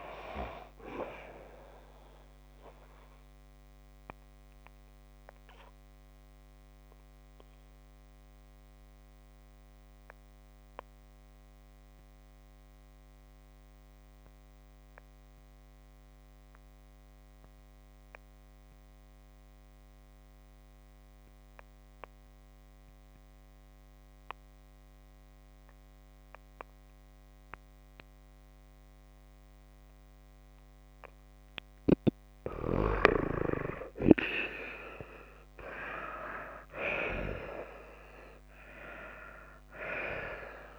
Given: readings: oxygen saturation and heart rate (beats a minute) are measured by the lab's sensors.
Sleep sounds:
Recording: breathing in sleep by a microphone on the trachea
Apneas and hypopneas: 1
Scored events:
3.00-30.50 s: obstructive apnea (oxygen 96% before, 86% lowest)
24.50-39.50 s: oxygen desaturation (device-marked, oxygen 94% before, 86% lowest)
32.50-36.00 s: arousal
From the record:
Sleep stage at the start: N2 (light sleep)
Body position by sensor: on the back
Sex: female

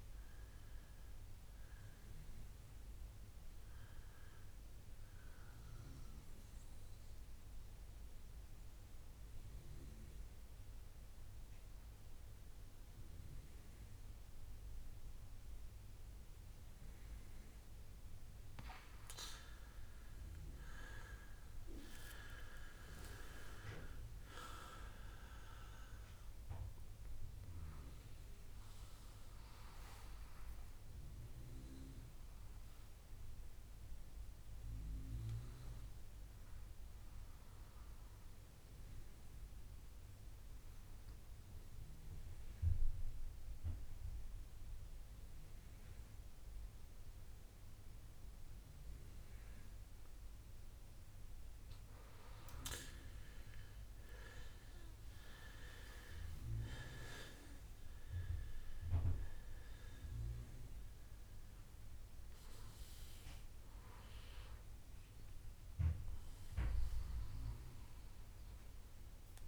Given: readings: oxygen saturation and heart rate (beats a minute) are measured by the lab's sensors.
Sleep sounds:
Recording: breathing in sleep by a room microphone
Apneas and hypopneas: 2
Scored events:
7.00-19.50 s: mixed apnea (oxygen 97% before, 94% lowest, heart rate 74 before, 61 extreme, up 13 after)
13.50-69.48 s: new sleep stage, N2 (light sleep)
21.50-25.50 s: arousal
23.00-25.00 s: long interval between heartbeats (device-marked, heart rate 64 before, 71 extreme)
24.50-44.50 s: oxygen desaturation (device-marked, oxygen 98% before, 94% lowest, heart rate 65 before, 62 extreme)
38.50-51.00 s: obstructive apnea (oxygen 98% before, 94% lowest, heart rate 70 before, 62 extreme, up 10 after)
53.50-56.00 s: arousal
57.50-69.48 s: oxygen desaturation (device-marked, oxygen 98% before, 94% lowest, heart rate 64 before, 63 extreme)
From the record:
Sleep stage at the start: N1 (lightest sleep)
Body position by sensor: on the right side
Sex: male

